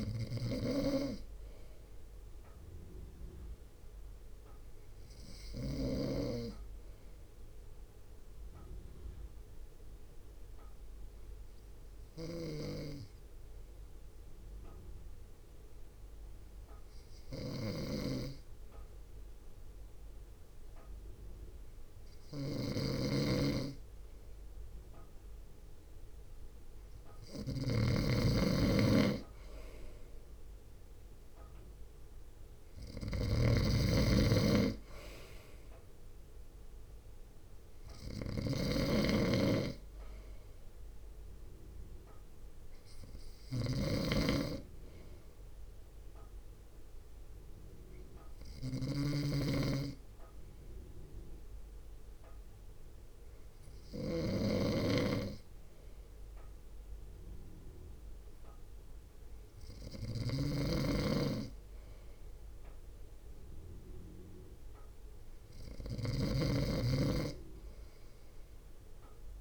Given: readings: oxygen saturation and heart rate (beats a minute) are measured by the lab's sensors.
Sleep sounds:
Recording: breathing in sleep by a room microphone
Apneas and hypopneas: 2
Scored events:
0.00-6.00 s: snoring (device-marked)
1.50-23.50 s: hypopnea (oxygen 97% before, 95% lowest, heart rate 56 before, 55 extreme, up 2 after)
17.50-69.41 s: snoring (device-marked)
25.00-29.00 s: arousal
31.50-46.50 s: drop in pulse transit time (device-marked, heart rate 58 before, 55 extreme)
43.50-59.50 s: hypopnea (oxygen 97% before, 94% lowest, heart rate 58 before, 54 extreme, up 1 after)
62.00-65.50 s: arousal
From the record:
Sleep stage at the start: N2 (light sleep)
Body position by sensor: on the front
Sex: male

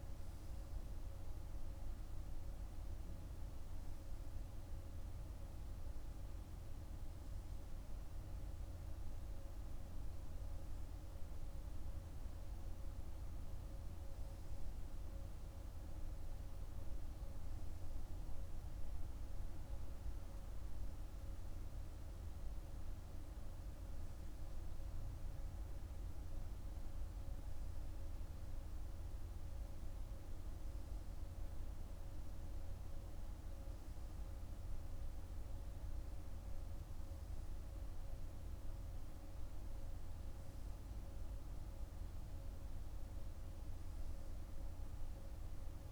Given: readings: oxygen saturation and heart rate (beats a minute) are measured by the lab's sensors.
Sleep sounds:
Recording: breathing in sleep, hard to hear, by a room microphone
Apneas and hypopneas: none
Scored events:
none scored
From the record:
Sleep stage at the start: N3 (deep sleep)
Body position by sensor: on the right side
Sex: male

